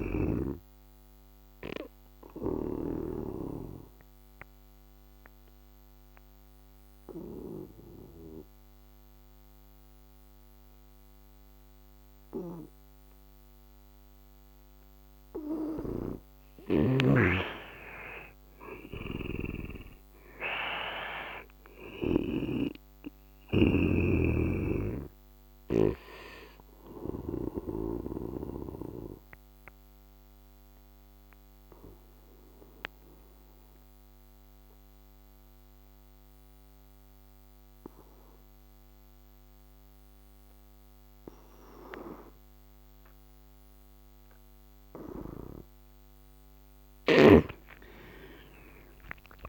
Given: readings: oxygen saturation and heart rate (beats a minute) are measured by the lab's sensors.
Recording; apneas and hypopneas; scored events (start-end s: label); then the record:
breathing in sleep by a microphone on the trachea; 2
0.00-13.50 s: oxygen desaturation (device-marked, oxygen 86% lowest, heart rate 71 extreme)
0.50-14.50 s: obstructive apnea (oxygen 98% before, 83% lowest, heart rate 73 before, 69 extreme, up 5 after)
16.50-20.50 s: arousal
19.00-28.00 s: snoring (device-marked)
19.50-41.50 s: oxygen desaturation (device-marked, oxygen 98% before, 86% lowest, heart rate 76 before, 69 extreme)
26.50-44.50 s: obstructive apnea (oxygen 98% before, 83% lowest, heart rate 77 before, 69 extreme, up 16 after)
47.00-49.49 s: arousal
47.50-49.49 s: oxygen desaturation (device-marked, oxygen 98% before, 83% lowest, heart rate 72 before, 68 extreme)
From the record:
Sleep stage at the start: N2 (light sleep); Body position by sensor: on the right side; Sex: male